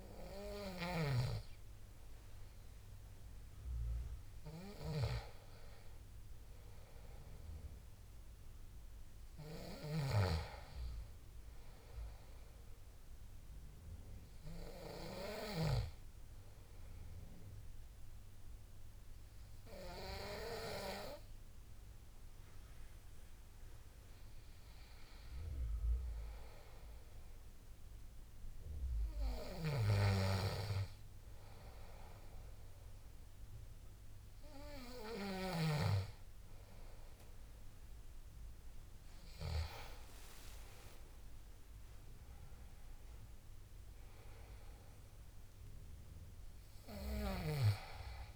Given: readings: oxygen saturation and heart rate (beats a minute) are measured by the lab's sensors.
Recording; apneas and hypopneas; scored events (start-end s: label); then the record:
breathing in sleep by a room microphone; none
37.00-43.00 s: oxygen desaturation (device-marked, oxygen 95% before, 92% lowest, heart rate 79 before, 73 extreme)
40.50-44.50 s: arousal
From the record:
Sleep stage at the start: N2 (light sleep); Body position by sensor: on the back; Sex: male